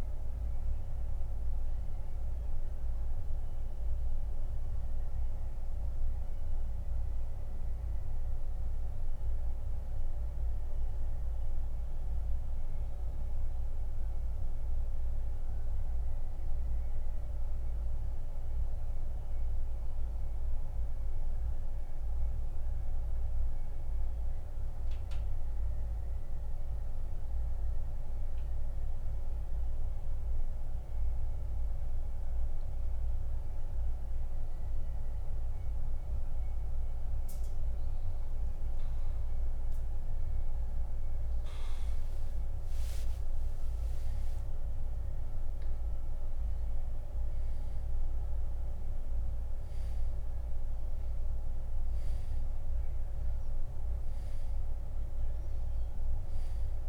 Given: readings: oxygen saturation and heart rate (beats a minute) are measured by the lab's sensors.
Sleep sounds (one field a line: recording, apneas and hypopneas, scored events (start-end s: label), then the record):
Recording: breathing in sleep, hard to hear, by a room microphone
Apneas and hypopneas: 1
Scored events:
0.00-35.00 s: oxygen desaturation (device-marked, oxygen 86% lowest, heart rate 74 extreme)
6.50-36.00 s: central apnea (oxygen 97% before, 86% lowest, heart rate 88 before, 74 extreme, up 10 after)
43.00-47.00 s: arousal
From the record:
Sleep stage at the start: N2 (light sleep)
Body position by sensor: on the back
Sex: male